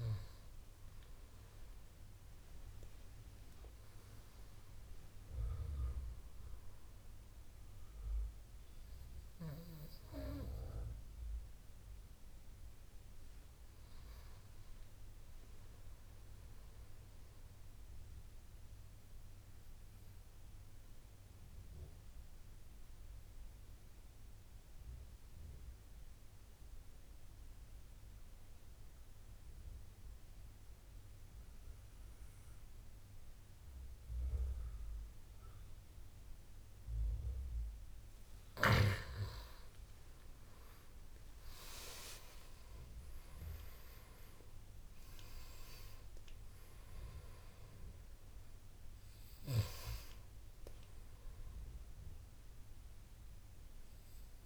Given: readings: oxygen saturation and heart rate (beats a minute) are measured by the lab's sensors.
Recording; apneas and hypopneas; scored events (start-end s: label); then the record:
breathing in sleep by a room microphone; 1
0.00-17.50 s: oxygen desaturation (device-marked, oxygen 93% lowest, heart rate 69 extreme)
18.50-37.50 s: obstructive apnea (oxygen 97% before, 89% lowest, heart rate 80 before, 71 extreme, up 10 after)
37.50-54.46 s: oxygen desaturation (device-marked, oxygen 98% before, 89% lowest, heart rate 74 before, 67 extreme)
40.50-43.50 s: arousal
From the record:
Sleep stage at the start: N2 (light sleep); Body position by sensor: on the right side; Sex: male